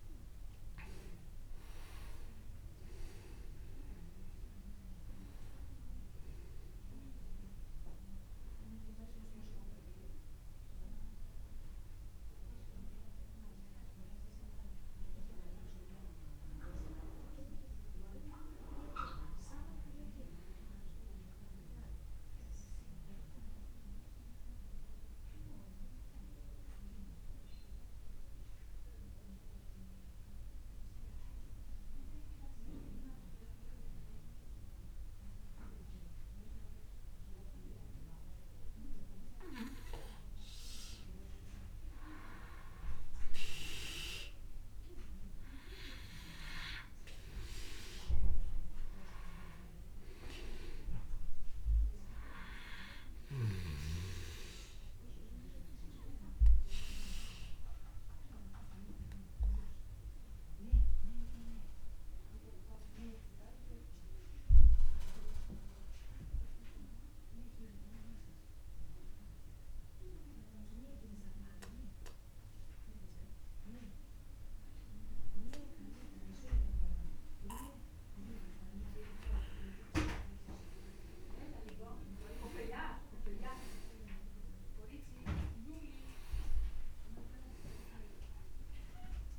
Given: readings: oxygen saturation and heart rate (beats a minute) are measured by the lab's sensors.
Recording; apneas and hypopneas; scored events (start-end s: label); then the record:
breathing in sleep by a room microphone; 2
0.00-24.00 s: oxygen desaturation (device-marked, oxygen 92% lowest, heart rate 35 extreme)
22.50-40.50 s: obstructive apnea (oxygen 98% before, 95% lowest)
42.50-46.00 s: arousal
48.00-72.00 s: oxygen desaturation (device-marked, oxygen 99% before, 95% lowest)
54.00-78.50 s: obstructive apnea (oxygen 99% before, 93% lowest)
80.50-83.50 s: arousal
From the record:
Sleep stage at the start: N2 (light sleep); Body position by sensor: on the back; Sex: male